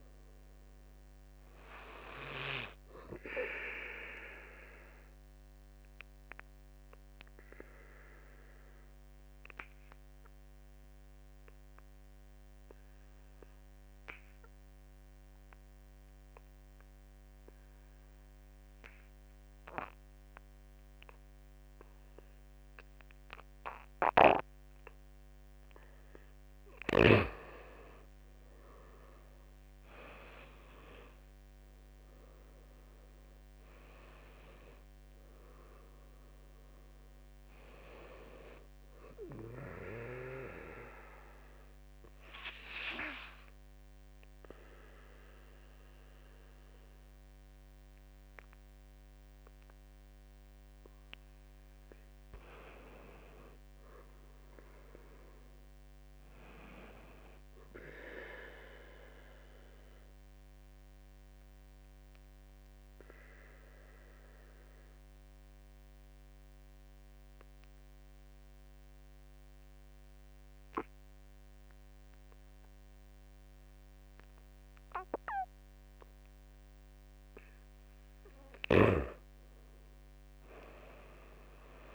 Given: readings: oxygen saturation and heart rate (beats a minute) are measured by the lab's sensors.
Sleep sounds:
breathing in sleep by a microphone on the trachea; 3
2.50-15.50 s: oxygen desaturation (device-marked, oxygen 99% before, 90% lowest, heart rate 53 before, 47 extreme)
5.00-24.50 s: obstructive apnea (oxygen 99% before, 87% lowest, heart rate 53 before, 46 extreme, up 11 after)
20.50-49.50 s: oxygen desaturation (device-marked, oxygen 99% before, 87% lowest, heart rate 52 before, 46 extreme)
26.50-29.00 s: arousal
32.50-43.50 s: drop in pulse transit time (device-marked, heart rate 53 before, 53 extreme)
39.50-51.00 s: obstructive apnea (oxygen 99% before, 87% lowest, heart rate 56 before, 46 extreme, up 14 after)
53.00-56.50 s: arousal
60.00-76.00 s: obstructive apnea (oxygen 99% before, 85% lowest, heart rate 54 before, 47 extreme, up 11 after)
77.50-81.50 s: arousal
77.50-81.95 s: oxygen desaturation (device-marked, oxygen 98% before, 90% lowest, heart rate 51 before, 46 extreme)
From the record:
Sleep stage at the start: N2 (light sleep); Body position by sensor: on the back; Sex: male

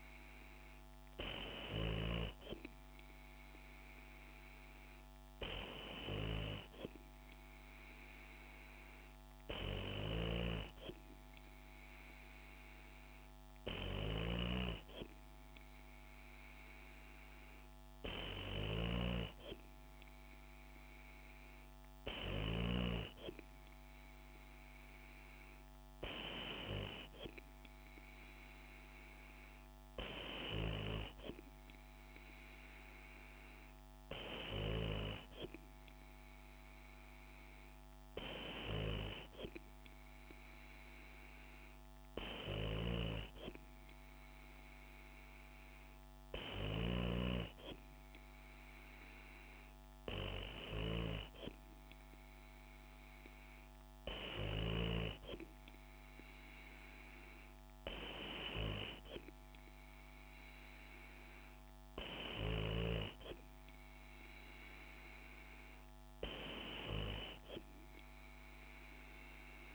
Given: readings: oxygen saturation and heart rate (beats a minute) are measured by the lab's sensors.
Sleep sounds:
breathing in sleep by a microphone on the trachea; none
none scored
From the record:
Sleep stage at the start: N2 (light sleep); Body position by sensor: on the back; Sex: female

